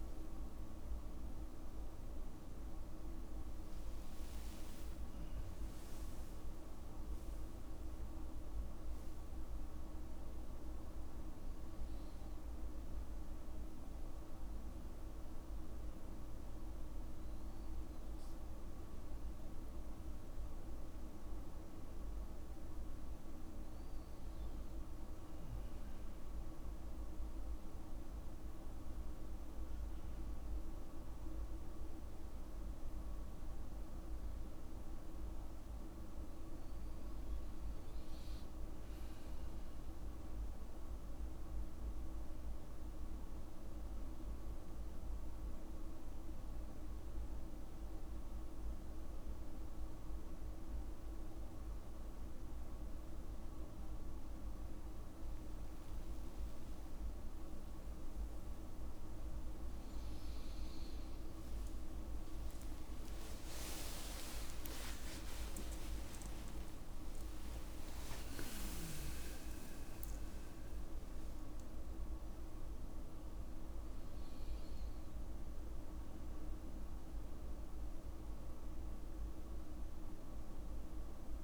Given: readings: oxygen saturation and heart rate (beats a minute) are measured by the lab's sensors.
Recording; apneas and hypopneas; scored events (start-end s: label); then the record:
breathing in sleep, hard to hear, by a room microphone; none
1.00-4.50 s: arousal
8.00-10.00 s: long interval between heartbeats (device-marked, heart rate 57 before, 76 extreme)
10.00-12.00 s: long interval between heartbeats (device-marked, heart rate 60 before, 94 extreme)
53.00-67.00 s: tachycardia (device-marked, heart rate 60 before, 173 extreme)
53.50-55.50 s: long interval between heartbeats (device-marked, heart rate 55 before, 63 extreme)
60.00-62.00 s: long interval between heartbeats (device-marked, heart rate 73 before, 168 extreme)
62.00-67.00 s: arousal
63.00-65.00 s: long interval between heartbeats (device-marked, heart rate 89 before, 149 extreme)
65.50-67.50 s: long interval between heartbeats (device-marked, heart rate 100 before, 125 extreme)
67.50-69.50 s: long interval between heartbeats (device-marked, heart rate 107 before, 117 extreme)
From the record:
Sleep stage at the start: N1 (lightest sleep); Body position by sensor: on the back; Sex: male